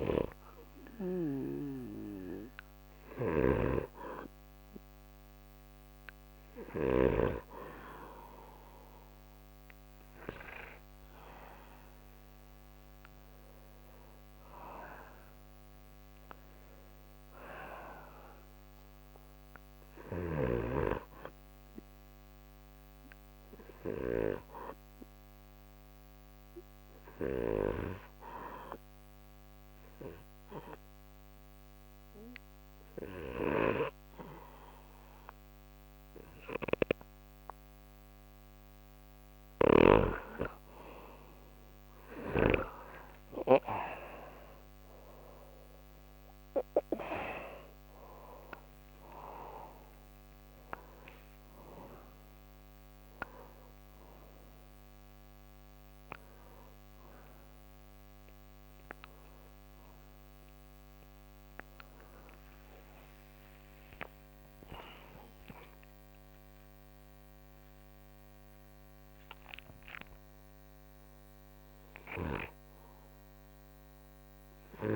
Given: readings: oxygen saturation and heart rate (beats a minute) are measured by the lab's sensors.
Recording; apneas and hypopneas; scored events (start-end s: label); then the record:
a person partly awake in a sleep study, by a microphone on the trachea; 1
0.00-7.50 s: snoring (device-marked)
25.00-41.50 s: hypopnea (oxygen 96% before, 92% lowest, heart rate 63 before, 48 extreme, up 21 after)
39.50-69.50 s: new sleep stage, awake
69.50-74.96 s: new sleep stage, N2 (light sleep)
From the record:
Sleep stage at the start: N2 (light sleep); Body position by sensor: on the right side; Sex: male